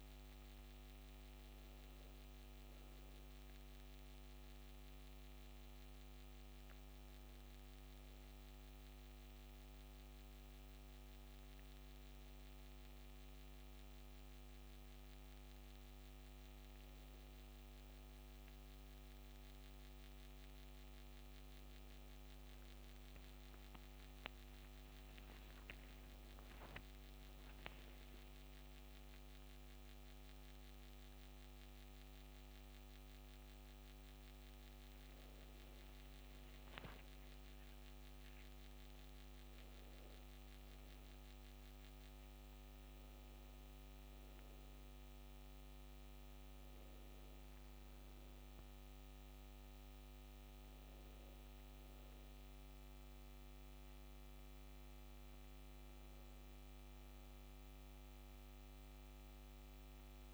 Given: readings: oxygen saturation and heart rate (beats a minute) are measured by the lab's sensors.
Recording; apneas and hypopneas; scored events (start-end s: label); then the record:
breathing in sleep, hard to hear, by a microphone on the trachea; 1
0.00-2.50 s: arousal
4.50-15.50 s: hypopnea (oxygen 93% before, 92% lowest, heart rate 61 before, 57 extreme, up 0 after)
17.50-21.00 s: arousal
From the record:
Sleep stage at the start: N2 (light sleep); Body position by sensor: on the back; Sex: female